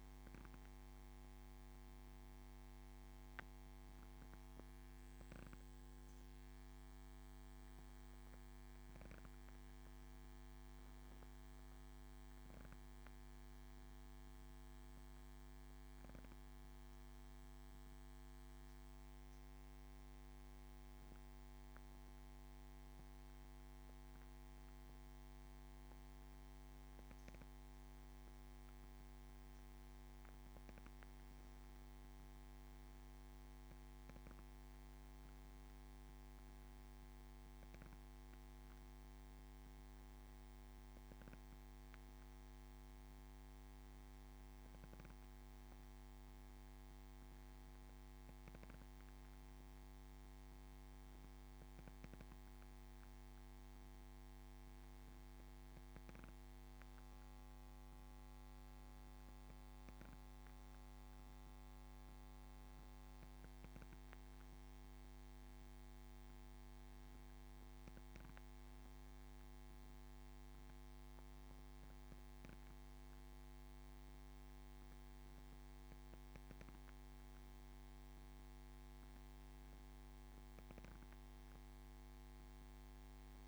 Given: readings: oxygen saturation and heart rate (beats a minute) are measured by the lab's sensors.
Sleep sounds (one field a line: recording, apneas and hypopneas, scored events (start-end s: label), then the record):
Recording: breathing in sleep, hard to hear, by a microphone on the trachea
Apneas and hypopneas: 1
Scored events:
16.50-27.50 s: obstructive apnea (oxygen 96% before, 94% lowest, heart rate 69 before, 67 extreme, up 3 after)
30.50-34.50 s: arousal
From the record:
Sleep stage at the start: N2 (light sleep)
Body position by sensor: on the back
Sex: male